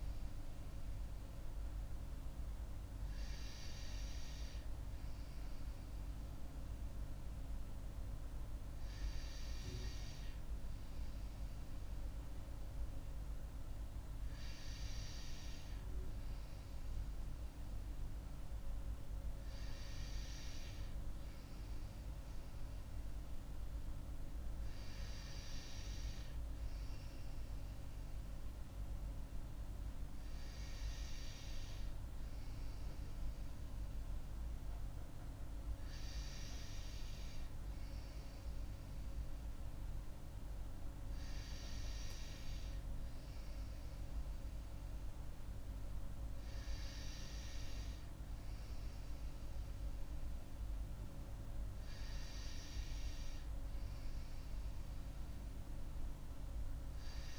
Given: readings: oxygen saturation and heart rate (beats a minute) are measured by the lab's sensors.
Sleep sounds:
breathing in sleep, hard to hear, by a room microphone; none
none scored
From the record:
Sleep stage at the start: N2 (light sleep); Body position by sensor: on the right side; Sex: female

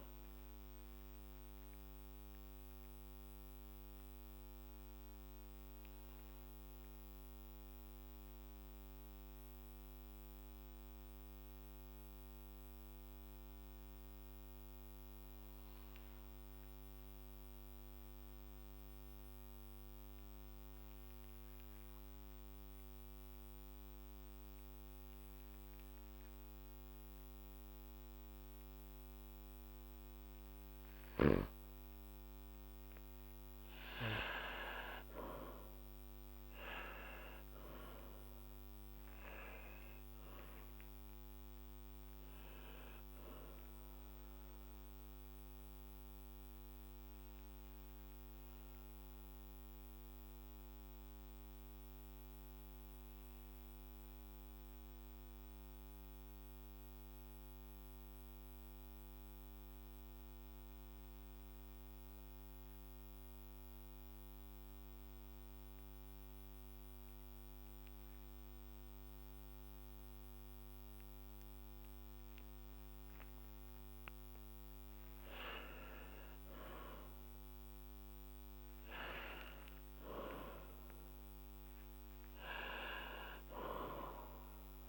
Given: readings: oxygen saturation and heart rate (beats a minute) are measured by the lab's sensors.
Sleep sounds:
breathing in sleep by a microphone on the trachea; 2
1.50-31.00 s: obstructive apnea (oxygen 99% before, 93% lowest, heart rate 57 before, 50 extreme, up 13 after)
13.50-27.50 s: oxygen desaturation (device-marked, oxygen 98% before, 93% lowest, heart rate 56 before, 51 extreme)
33.50-35.50 s: long interval between heartbeats (device-marked, heart rate 56 before, 63 extreme)
33.50-38.00 s: arousal
45.00-73.50 s: obstructive apnea (oxygen 100% before, 94% lowest, heart rate 60 before, 50 extreme, up 6 after)
56.50-69.50 s: oxygen desaturation (device-marked, oxygen 98% before, 94% lowest, heart rate 57 before, 52 extreme)
75.50-80.00 s: arousal
From the record:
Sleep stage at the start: N2 (light sleep); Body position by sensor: on the back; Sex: male

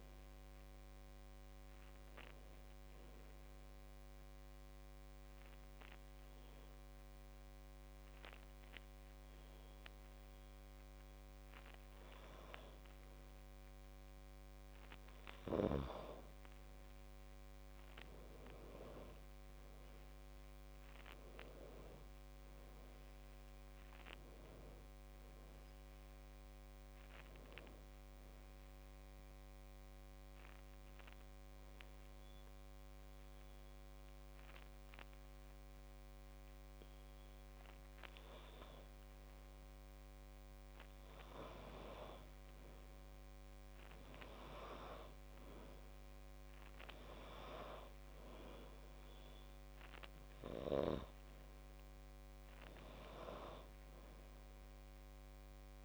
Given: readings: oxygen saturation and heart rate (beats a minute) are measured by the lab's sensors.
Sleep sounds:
breathing in sleep by a microphone on the trachea; 2
0.00-2.50 s: oxygen desaturation (device-marked, oxygen 90% lowest, heart rate 63 extreme)
3.00-14.00 s: obstructive apnea (oxygen 96% before, 94% lowest, heart rate 69 before, 54 extreme, up 6 after)
16.00-20.50 s: arousal
22.50-55.85 s: new sleep stage, N2 (light sleep)
29.50-40.50 s: obstructive apnea (oxygen 98% before, 94% lowest, heart rate 67 before, 54 extreme, up 15 after)
44.00-48.50 s: arousal
From the record:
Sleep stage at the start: N1 (lightest sleep); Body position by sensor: on the back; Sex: female

